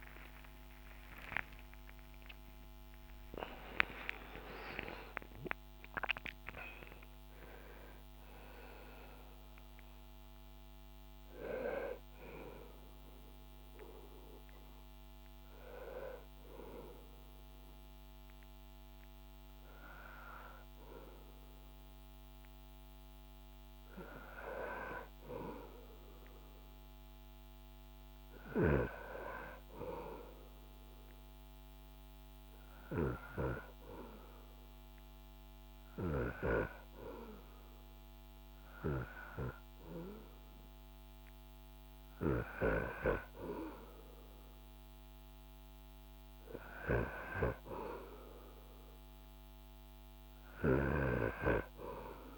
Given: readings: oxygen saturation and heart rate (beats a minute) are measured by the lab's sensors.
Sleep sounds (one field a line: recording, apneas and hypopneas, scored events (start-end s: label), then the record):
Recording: breathing in sleep by a microphone on the trachea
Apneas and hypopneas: none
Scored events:
0.00-24.50 s: oxygen desaturation (device-marked, oxygen 86% lowest, heart rate 61 extreme)
From the record:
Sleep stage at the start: N1 (lightest sleep)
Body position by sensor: on the back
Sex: male